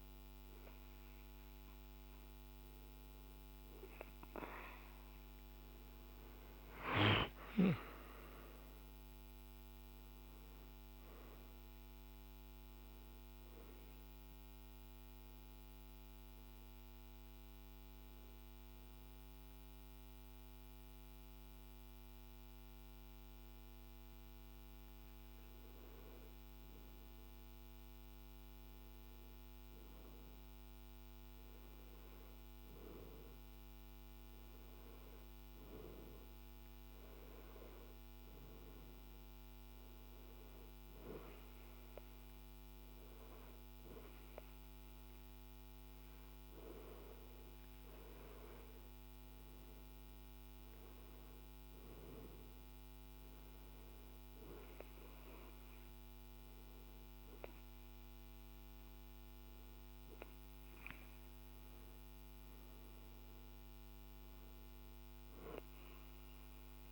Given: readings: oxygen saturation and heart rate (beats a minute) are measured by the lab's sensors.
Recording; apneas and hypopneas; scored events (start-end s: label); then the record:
breathing in sleep by a microphone on the trachea; none
none scored
From the record:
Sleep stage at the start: N2 (light sleep); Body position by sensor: on the back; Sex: male